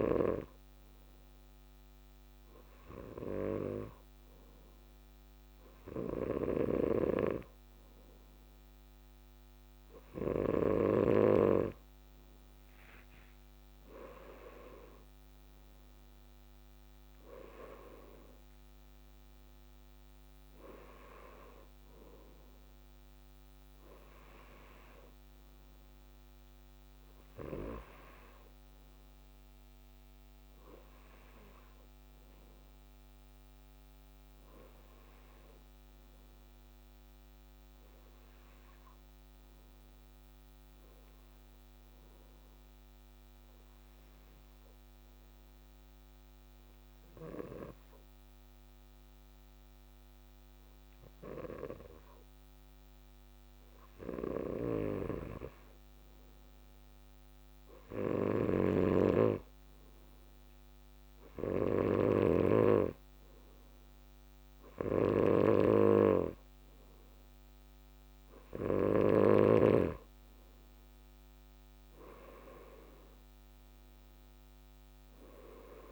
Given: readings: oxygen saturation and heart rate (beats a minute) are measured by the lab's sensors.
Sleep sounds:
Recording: breathing in sleep by a microphone on the trachea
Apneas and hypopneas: 1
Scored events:
14.00-17.50 s: arousal
41.00-54.50 s: hypopnea (oxygen 96% before, 95% lowest)
54.50-69.50 s: snoring (device-marked)
56.50-60.50 s: arousal
From the record:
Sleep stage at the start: N2 (light sleep)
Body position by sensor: on the left side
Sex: male

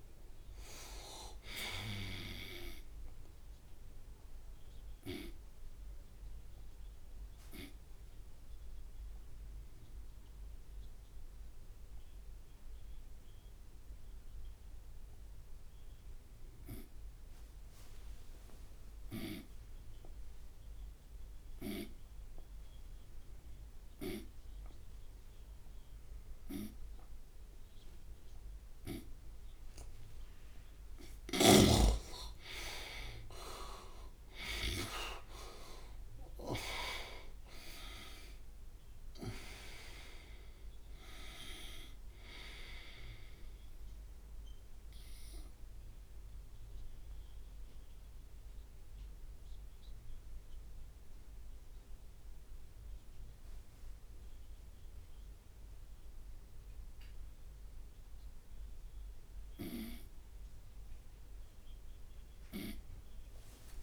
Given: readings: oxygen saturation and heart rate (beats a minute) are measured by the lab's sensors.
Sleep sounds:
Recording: breathing in sleep by a room microphone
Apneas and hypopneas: 2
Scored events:
5.50-30.00 s: obstructive apnea (oxygen 99% before, 89% lowest)
12.50-25.50 s: oxygen desaturation (device-marked, oxygen 95% before, 90% lowest)
32.00-36.50 s: arousal
46.50-58.50 s: obstructive apnea (oxygen 98% before, 86% lowest)
51.50-63.83 s: oxygen desaturation (device-marked, oxygen 95% before, 89% lowest)
From the record:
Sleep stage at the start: N2 (light sleep)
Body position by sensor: on the right side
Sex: male

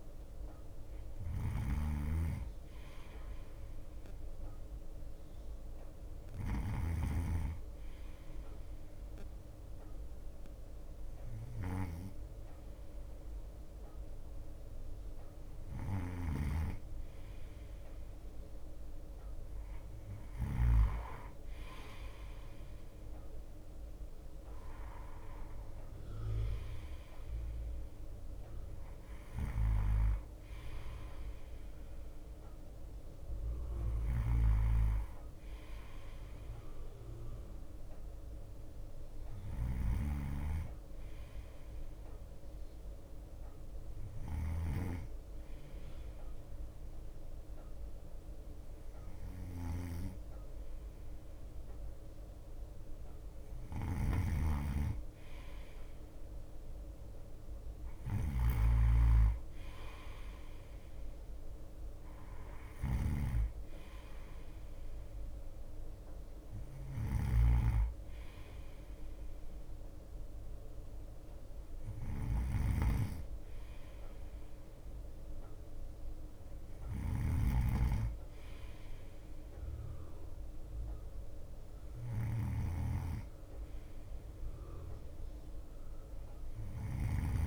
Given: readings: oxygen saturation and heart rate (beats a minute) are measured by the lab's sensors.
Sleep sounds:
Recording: breathing in sleep by a room microphone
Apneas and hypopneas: 1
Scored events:
0.00-3.00 s: drop in pulse transit time (device-marked, heart rate 54 extreme)
0.00-21.00 s: snoring (device-marked)
0.00-23.00 s: bradycardia (device-marked, heart rate 54 extreme)
26.00-87.47 s: bradycardia (device-marked, heart rate 58 before, 53 extreme)
29.50-87.47 s: snoring (device-marked)
43.50-54.50 s: hypopnea (oxygen 94% before, 92% lowest, heart rate 57 before, 53 extreme, up 4 after)
56.00-60.50 s: arousal
59.00-70.00 s: drop in pulse transit time (device-marked, heart rate 57 before, 54 extreme)
From the record:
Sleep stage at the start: N2 (light sleep)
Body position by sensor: on the right side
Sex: male

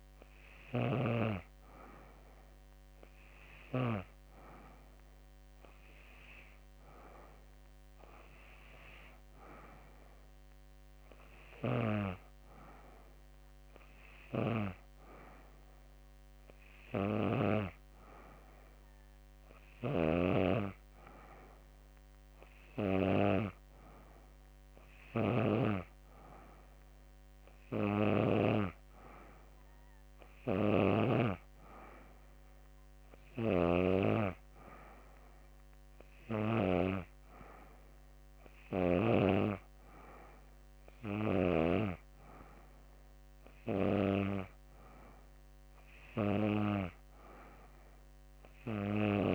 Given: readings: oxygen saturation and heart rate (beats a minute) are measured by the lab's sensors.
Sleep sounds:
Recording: breathing in sleep by a microphone on the trachea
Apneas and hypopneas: none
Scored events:
none scored
From the record:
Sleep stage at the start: N3 (deep sleep)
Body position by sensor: on the back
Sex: female

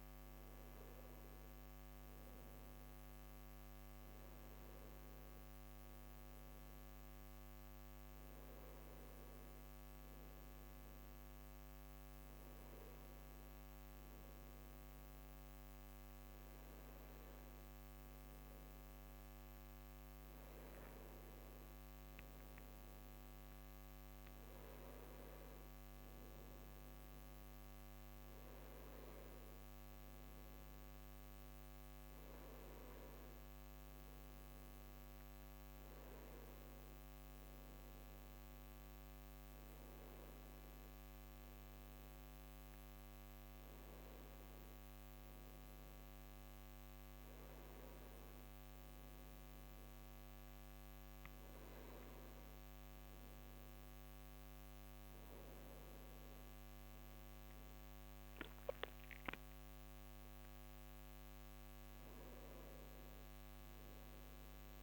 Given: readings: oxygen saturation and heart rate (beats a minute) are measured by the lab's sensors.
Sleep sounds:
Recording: breathing in sleep, hard to hear, by a microphone on the trachea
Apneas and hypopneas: none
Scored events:
none scored
From the record:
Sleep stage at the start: N1 (lightest sleep)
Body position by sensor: on the right side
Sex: male

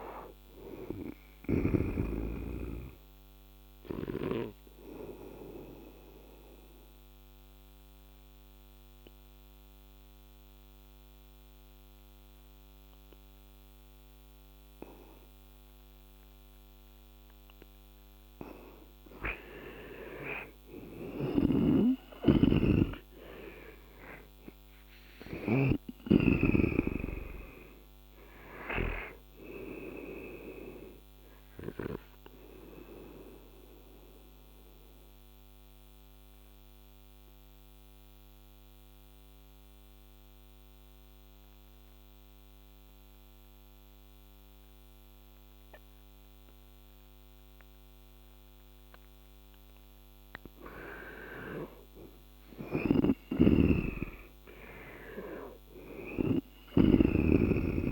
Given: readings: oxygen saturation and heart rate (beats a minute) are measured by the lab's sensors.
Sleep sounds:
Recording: breathing in sleep by a microphone on the trachea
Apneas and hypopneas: 2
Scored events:
0.00-2.00 s: oxygen desaturation (device-marked, oxygen 89% lowest, heart rate 72 extreme)
4.50-17.50 s: obstructive apnea (oxygen 97% before, 89% lowest, heart rate 80 before, 72 extreme, up 10 after)
20.50-25.00 s: snoring (device-marked)
21.00-25.00 s: arousal
31.00-50.00 s: oxygen desaturation (device-marked, oxygen 95% before, 89% lowest, heart rate 79 before, 73 extreme)
32.50-49.50 s: obstructive apnea (oxygen 97% before, 89% lowest, heart rate 79 before, 73 extreme, up 8 after)
51.00-54.00 s: arousal
52.00-56.50 s: snoring (device-marked)
From the record:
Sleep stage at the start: N2 (light sleep)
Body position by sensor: on the right side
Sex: male

